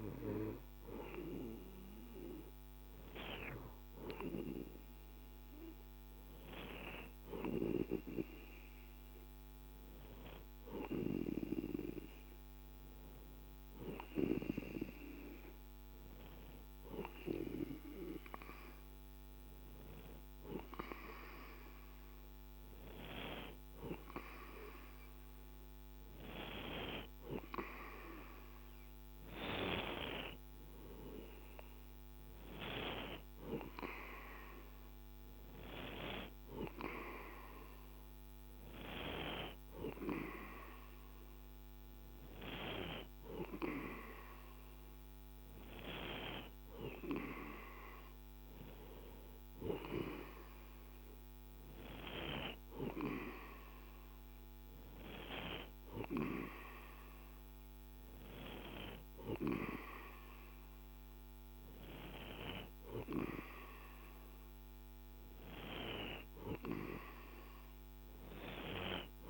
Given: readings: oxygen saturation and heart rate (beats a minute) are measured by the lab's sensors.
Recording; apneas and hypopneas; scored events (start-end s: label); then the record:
breathing in sleep by a microphone on the trachea; none
none scored
From the record:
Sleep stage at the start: N2 (light sleep); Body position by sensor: on the right side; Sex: male